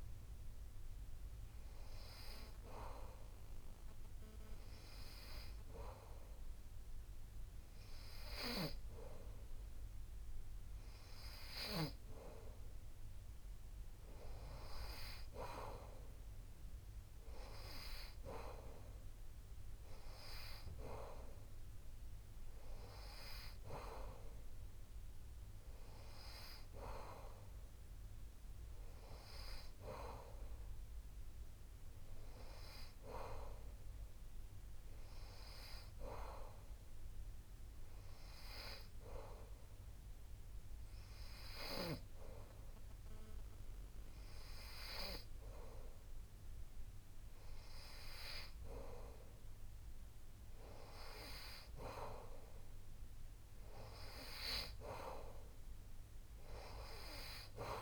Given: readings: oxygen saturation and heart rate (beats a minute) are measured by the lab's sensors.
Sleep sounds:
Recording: breathing in sleep by a room microphone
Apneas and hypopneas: none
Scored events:
none scored
From the record:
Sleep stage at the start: N2 (light sleep)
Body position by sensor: on the back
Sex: male

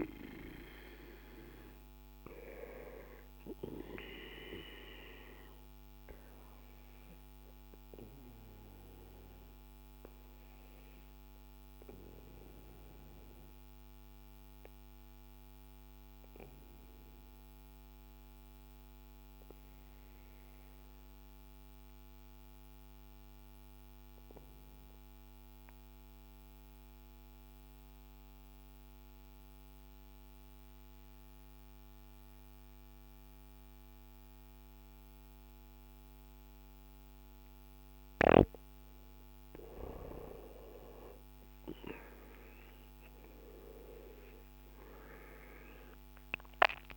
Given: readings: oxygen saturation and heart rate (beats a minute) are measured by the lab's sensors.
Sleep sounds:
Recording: breathing in sleep by a microphone on the trachea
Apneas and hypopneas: 1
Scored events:
0.00-21.50 s: oxygen desaturation (device-marked, oxygen 90% lowest, heart rate 56 extreme)
3.50-37.00 s: obstructive apnea (oxygen 98% before, 89% lowest, heart rate 59 before, 55 extreme, up 16 after)
40.00-44.50 s: arousal
45.50-46.97 s: oxygen desaturation (device-marked, oxygen 97% before, 89% lowest, heart rate 60 before, 55 extreme)
From the record:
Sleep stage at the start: N2 (light sleep)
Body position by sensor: on the back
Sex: male

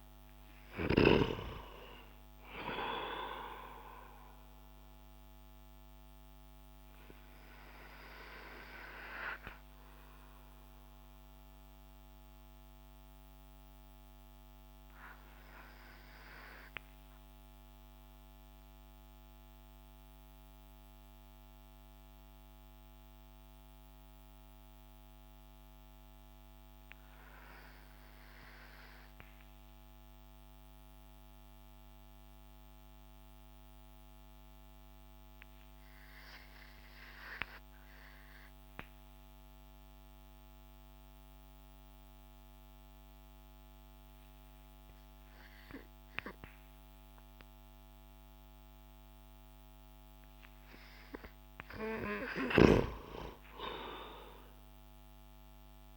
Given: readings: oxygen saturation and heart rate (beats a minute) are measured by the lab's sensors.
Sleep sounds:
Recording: breathing in sleep by a microphone on the trachea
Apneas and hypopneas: 1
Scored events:
5.00-51.00 s: obstructive apnea (oxygen 94% before, 89% lowest)
17.50-27.50 s: oxygen desaturation (device-marked, oxygen 94% before, 89% lowest)
50.50-55.97 s: oxygen desaturation (device-marked, oxygen 97% before, 93% lowest)
51.50-55.97 s: snoring (device-marked)
52.50-55.97 s: arousal
From the record:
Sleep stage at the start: N2 (light sleep)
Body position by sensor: on the back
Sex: male

